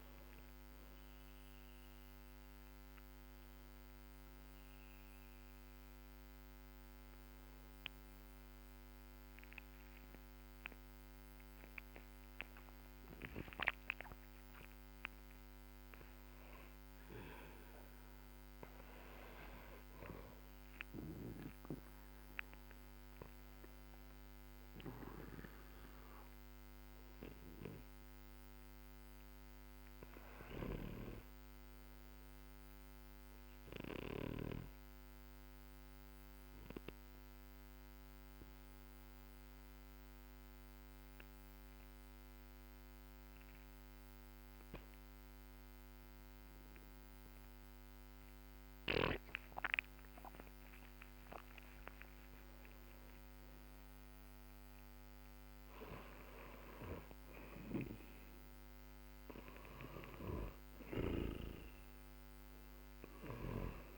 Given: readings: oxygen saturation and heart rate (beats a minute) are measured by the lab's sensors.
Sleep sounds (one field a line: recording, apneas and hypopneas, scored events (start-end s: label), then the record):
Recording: breathing in sleep by a microphone on the trachea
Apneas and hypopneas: 1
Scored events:
10.00-15.50 s: arousal
32.50-51.00 s: obstructive apnea (oxygen 98% before, 91% lowest, heart rate 62 before, 53 extreme, up 20 after)
52.00-54.50 s: arousal
53.00-63.98 s: oxygen desaturation (device-marked, oxygen 97% before, 91% lowest, heart rate 61 before, 52 extreme)
60.50-63.98 s: snoring (device-marked)
From the record:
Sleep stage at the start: N2 (light sleep)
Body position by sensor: on the back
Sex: male